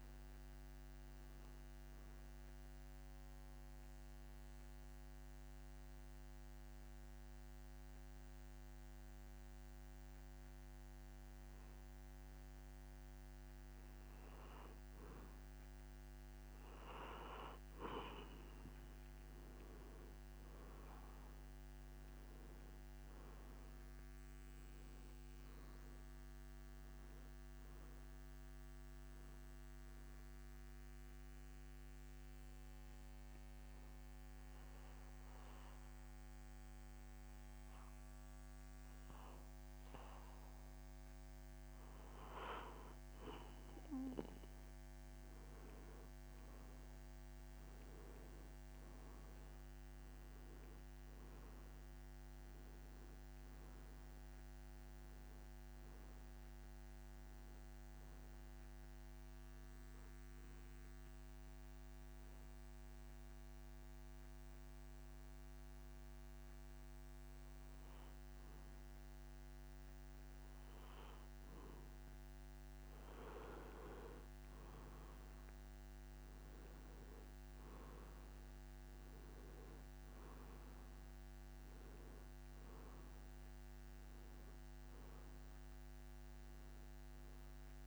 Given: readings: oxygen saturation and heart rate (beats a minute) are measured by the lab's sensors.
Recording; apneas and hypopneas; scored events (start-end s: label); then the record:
breathing in sleep, hard to hear, by a microphone on the trachea; 3
4.50-15.00 s: obstructive apnea (oxygen 95% before, 92% lowest)
19.00-22.50 s: arousal
31.00-42.50 s: hypopnea (oxygen 95% before, 93% lowest)
46.00-49.50 s: arousal
60.50-71.50 s: obstructive apnea (oxygen 95% before, 93% lowest)
73.50-77.00 s: arousal
From the record:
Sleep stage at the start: N2 (light sleep); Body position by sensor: on the back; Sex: male